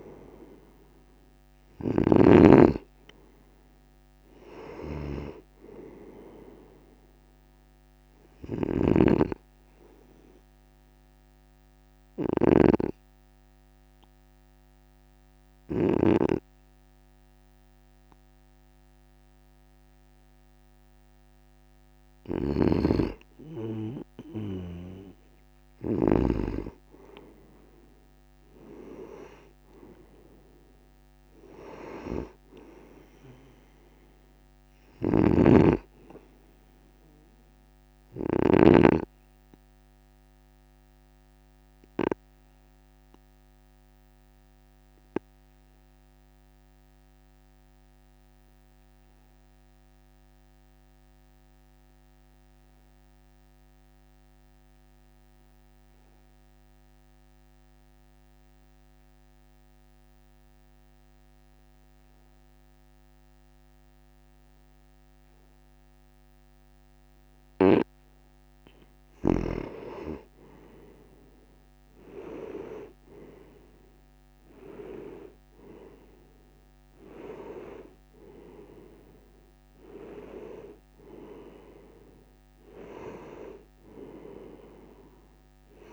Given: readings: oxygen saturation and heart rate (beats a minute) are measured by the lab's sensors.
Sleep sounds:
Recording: breathing in sleep by a microphone on the trachea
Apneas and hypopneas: 2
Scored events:
8.50-16.00 s: snoring (device-marked)
10.50-22.00 s: obstructive apnea (oxygen 97% before, 93% lowest, heart rate 57 before, 53 extreme, up 6 after)
22.00-26.00 s: snoring (device-marked)
28.00-32.50 s: arousal
35.00-38.50 s: snoring (device-marked)
38.50-69.00 s: obstructive apnea (oxygen 97% before, 91% lowest, heart rate 56 before, 52 extreme, up 8 after)
68.50-85.93 s: oxygen desaturation (device-marked, oxygen 97% before, 93% lowest, heart rate 53 before, 52 extreme)
70.50-73.50 s: arousal
From the record:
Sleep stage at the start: N2 (light sleep)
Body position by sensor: on the right side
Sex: male

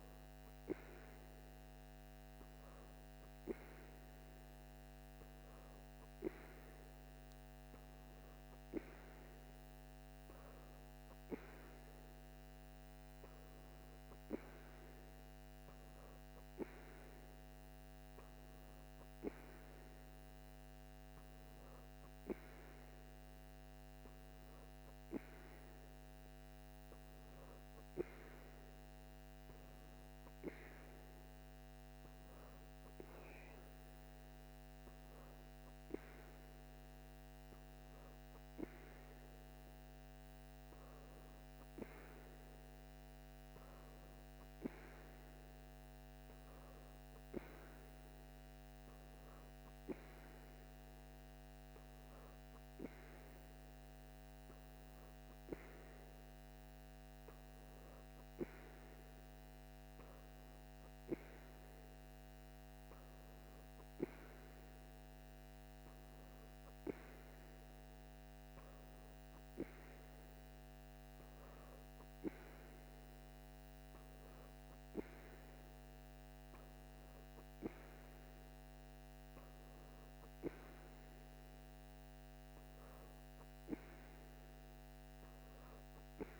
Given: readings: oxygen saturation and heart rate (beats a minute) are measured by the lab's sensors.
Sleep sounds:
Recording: breathing in sleep by a microphone on the trachea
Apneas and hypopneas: none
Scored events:
none scored
From the record:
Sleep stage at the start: N2 (light sleep)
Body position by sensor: on the back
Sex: female

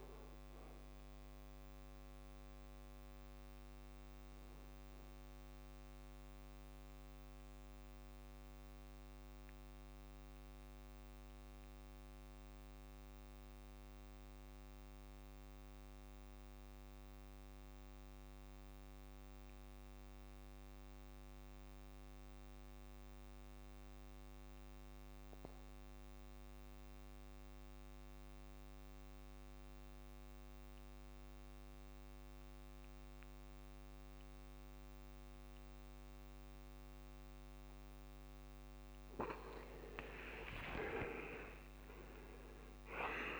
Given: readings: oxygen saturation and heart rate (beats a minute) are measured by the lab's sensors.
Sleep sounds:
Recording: breathing in sleep by a microphone on the trachea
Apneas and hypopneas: 1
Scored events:
0.00-23.00 s: oxygen desaturation (device-marked, oxygen 85% lowest, heart rate 65 extreme)
5.50-39.00 s: mixed apnea (oxygen 96% before, 82% lowest, heart rate 78 before, 65 extreme, up 52 after)
33.00-43.40 s: oxygen desaturation (device-marked, oxygen 99% before, 82% lowest, heart rate 67 before, 66 extreme)
40.50-43.40 s: arousal
From the record:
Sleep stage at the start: N2 (light sleep)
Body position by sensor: on the back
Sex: male

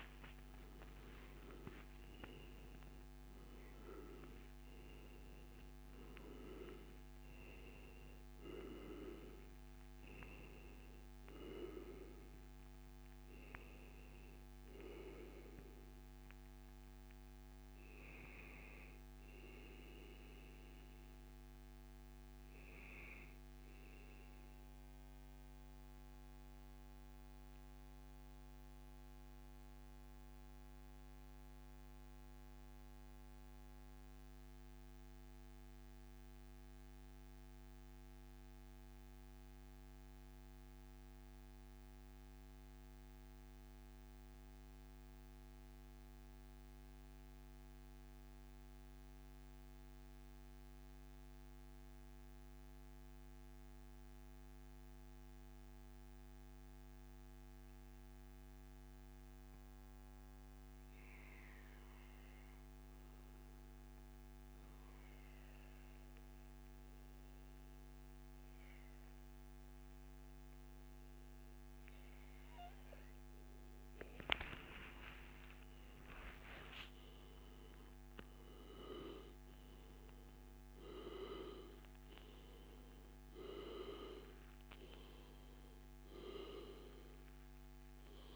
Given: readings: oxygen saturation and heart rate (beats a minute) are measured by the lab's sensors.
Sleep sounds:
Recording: breathing in sleep by a microphone on the trachea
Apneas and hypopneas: 1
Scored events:
0.00-20.50 s: oxygen desaturation (device-marked, oxygen 90% lowest, heart rate 97 extreme)
21.00-71.50 s: mixed apnea (oxygen 95% before, 90% lowest, heart rate 135 before, 96 extreme, up 15 after)
33.50-35.50 s: long interval between heartbeats (device-marked, heart rate 130 before, 110 extreme)
36.50-38.50 s: long interval between heartbeats (device-marked, heart rate 125 before, 107 extreme)
46.50-48.50 s: long interval between heartbeats (device-marked, heart rate 107 before, 108 extreme)
56.50-88.36 s: oxygen desaturation (device-marked, oxygen 99% before, 90% lowest, heart rate 105 before, 79 extreme)
64.00-66.00 s: long interval between heartbeats (device-marked, heart rate 106 before, 105 extreme)
67.00-69.00 s: long interval between heartbeats (device-marked, heart rate 106 before, 106 extreme)
73.50-78.00 s: arousal
82.50-84.50 s: long interval between heartbeats (device-marked, heart rate 108 before, 116 extreme)
From the record:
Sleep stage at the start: N2 (light sleep)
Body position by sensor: on the back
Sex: male

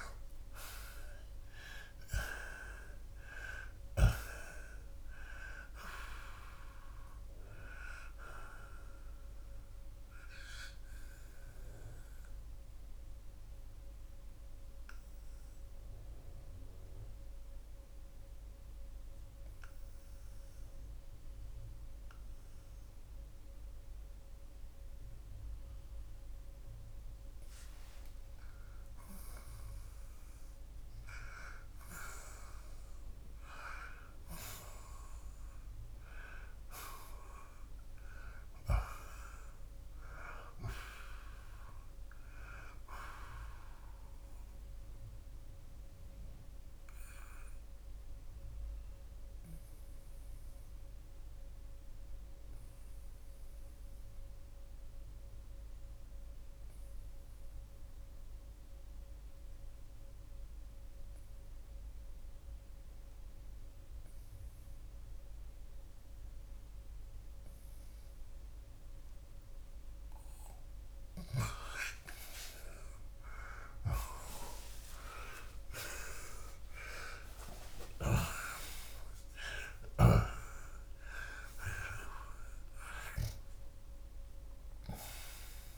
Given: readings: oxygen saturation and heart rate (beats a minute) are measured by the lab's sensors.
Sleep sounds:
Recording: breathing in sleep by a room microphone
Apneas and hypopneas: 2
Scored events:
10.00-28.50 s: obstructive apnea (oxygen 90% before, 79% lowest, heart rate 96 before, 57 extreme, up 41 after)
12.00-38.00 s: oxygen desaturation (device-marked, oxygen 89% before, 79% lowest, heart rate 96 before, 59 extreme)
30.00-36.00 s: arousal
43.00-69.50 s: obstructive apnea (oxygen 90% before, 78% lowest, heart rate 89 before, 59 extreme, up 39 after)
57.00-72.00 s: oxygen desaturation (device-marked, oxygen 91% before, 83% lowest, heart rate 86 before, 65 extreme)
74.00-78.50 s: arousal
From the record:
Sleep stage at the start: N2 (light sleep)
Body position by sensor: on the left side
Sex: male

